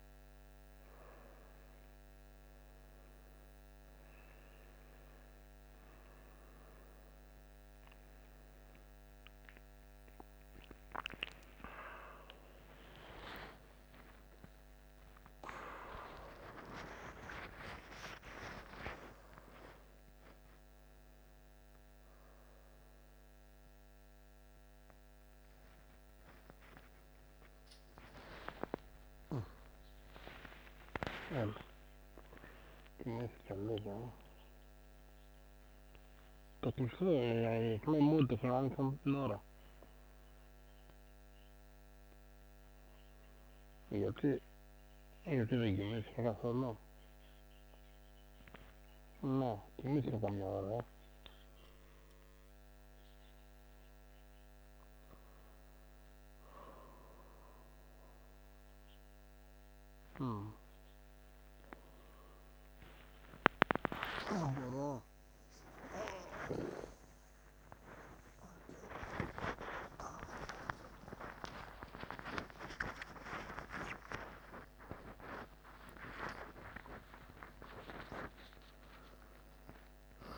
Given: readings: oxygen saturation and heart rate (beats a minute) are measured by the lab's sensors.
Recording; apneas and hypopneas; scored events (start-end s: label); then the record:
a person awake in a sleep study, by a microphone on the trachea; none
67.50-76.50 s: tachycardia (device-marked, heart rate 60 before, 142 extreme)
From the record:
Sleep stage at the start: awake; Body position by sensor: on the back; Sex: male